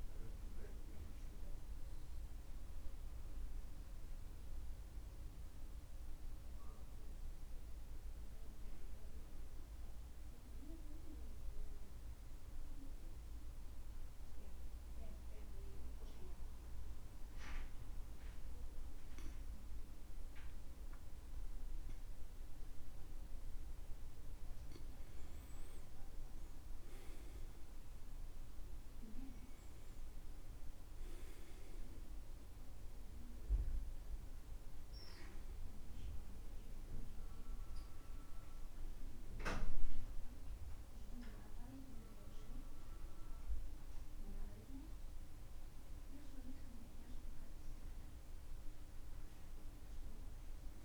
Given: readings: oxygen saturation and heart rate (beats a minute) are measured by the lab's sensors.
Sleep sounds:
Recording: breathing in sleep by a room microphone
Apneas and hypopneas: 1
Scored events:
0.00-17.00 s: oxygen desaturation (device-marked, oxygen 92% lowest, heart rate 66 extreme)
4.50-25.00 s: obstructive apnea (oxygen 98% before, 88% lowest, heart rate 70 before, 65 extreme, up 9 after)
26.50-31.00 s: arousal
29.00-50.85 s: oxygen desaturation (device-marked, oxygen 97% before, 88% lowest, heart rate 68 before, 61 extreme)
From the record:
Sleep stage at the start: N2 (light sleep)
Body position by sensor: on the back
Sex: male

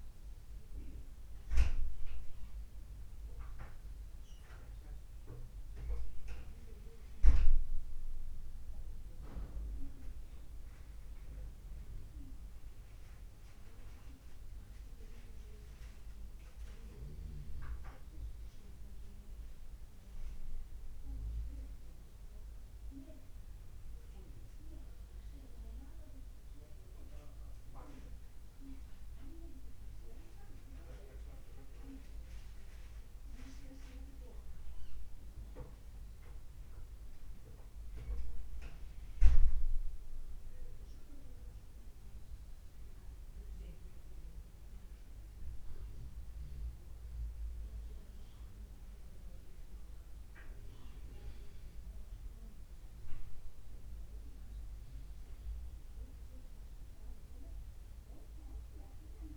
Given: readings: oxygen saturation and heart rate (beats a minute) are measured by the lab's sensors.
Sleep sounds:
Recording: breathing in sleep by a room microphone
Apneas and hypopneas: none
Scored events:
none scored
From the record:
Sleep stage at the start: N1 (lightest sleep)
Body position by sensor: upright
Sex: male

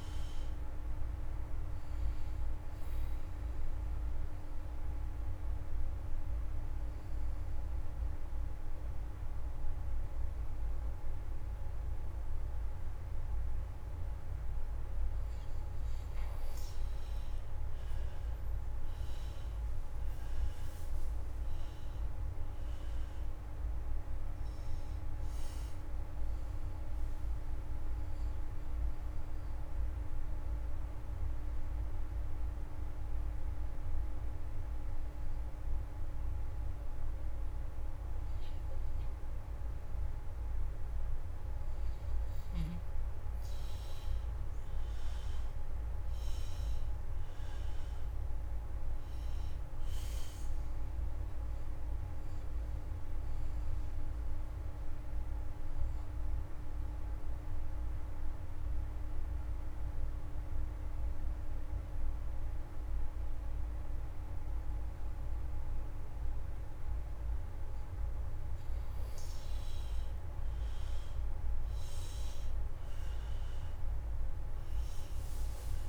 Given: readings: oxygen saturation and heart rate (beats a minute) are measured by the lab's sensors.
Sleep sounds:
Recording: breathing in sleep, hard to hear, by a room microphone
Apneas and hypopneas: 3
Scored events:
0.00-1.00 s: arousal
0.00-13.50 s: oxygen desaturation (device-marked, oxygen 86% lowest)
2.50-15.00 s: obstructive apnea (oxygen 98% before, 84% lowest)
15.50-38.50 s: oxygen desaturation (device-marked, oxygen 96% before, 84% lowest)
17.50-22.00 s: arousal
26.50-42.50 s: obstructive apnea (oxygen 98% before, 84% lowest)
43.50-63.50 s: oxygen desaturation (device-marked, oxygen 97% before, 84% lowest)
44.00-49.00 s: arousal
53.50-67.50 s: obstructive apnea (oxygen 97% before, 84% lowest)
69.50-75.89 s: oxygen desaturation (device-marked, oxygen 97% before, 84% lowest)
70.00-73.50 s: arousal
From the record:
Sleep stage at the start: N2 (light sleep)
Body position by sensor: on the left side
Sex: male

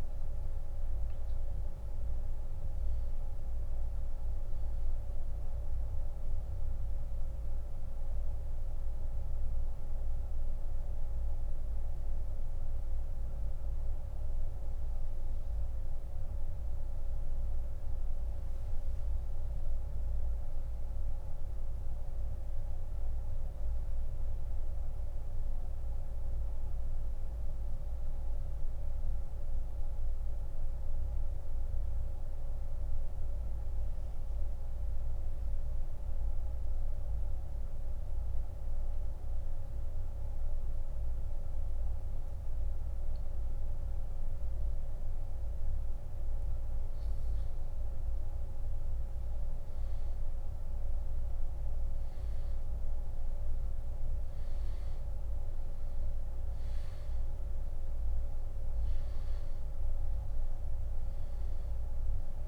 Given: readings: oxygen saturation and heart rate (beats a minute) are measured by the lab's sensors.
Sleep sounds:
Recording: breathing in sleep, hard to hear, by a room microphone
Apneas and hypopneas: 1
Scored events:
17.50-43.50 s: obstructive apnea (oxygen 96% before, 89% lowest)
24.50-44.50 s: oxygen desaturation (device-marked, oxygen 95% before, 91% lowest)
46.00-50.00 s: arousal
55.50-62.48 s: oxygen desaturation (device-marked, oxygen 97% before, 89% lowest)
From the record:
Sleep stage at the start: N2 (light sleep)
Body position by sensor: on the back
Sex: male

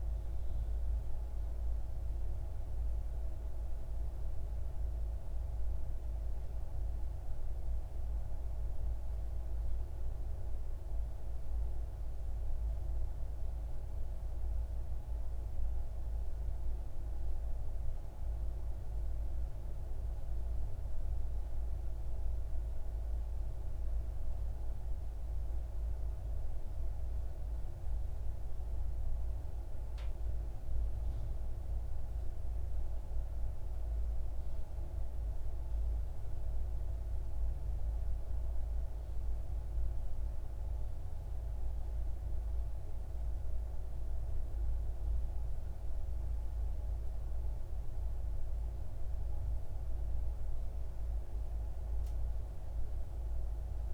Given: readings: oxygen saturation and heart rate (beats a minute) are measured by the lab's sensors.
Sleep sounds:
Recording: breathing in sleep, hard to hear, by a room microphone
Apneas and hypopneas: none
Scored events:
none scored
From the record:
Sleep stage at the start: N3 (deep sleep)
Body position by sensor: on the left side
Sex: male

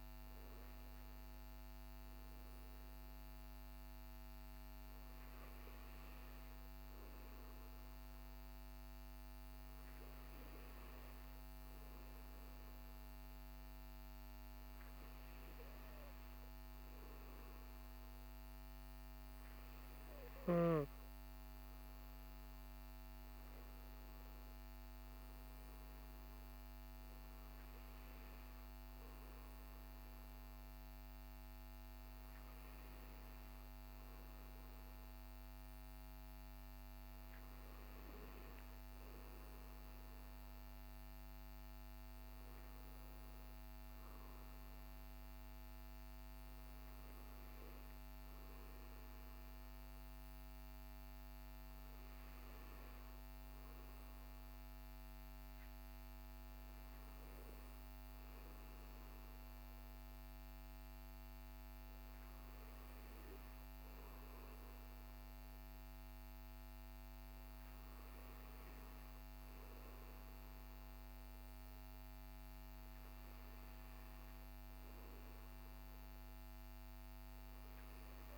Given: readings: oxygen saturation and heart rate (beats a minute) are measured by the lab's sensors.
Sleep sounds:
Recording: breathing in sleep, hard to hear, by a microphone on the trachea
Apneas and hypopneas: none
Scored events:
none scored
From the record:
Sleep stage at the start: N2 (light sleep)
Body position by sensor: on the back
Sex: male

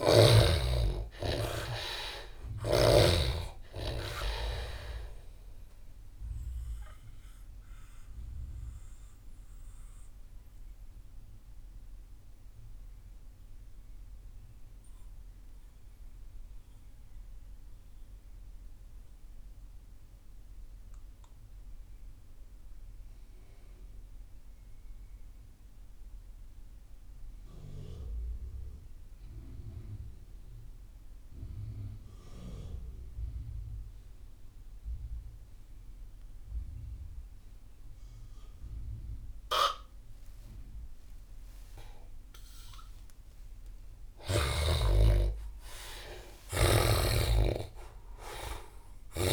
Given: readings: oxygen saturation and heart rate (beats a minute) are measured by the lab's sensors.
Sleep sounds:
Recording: breathing in sleep by a room microphone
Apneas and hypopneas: 1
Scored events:
0.00-22.50 s: oxygen desaturation (device-marked, oxygen 71% lowest)
8.50-41.50 s: mixed apnea (oxygen 97% before, 71% lowest)
34.50-49.33 s: oxygen desaturation (device-marked, oxygen 98% before, 73% lowest)
43.00-48.00 s: arousal
From the record:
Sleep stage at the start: N2 (light sleep)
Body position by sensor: on the back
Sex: male

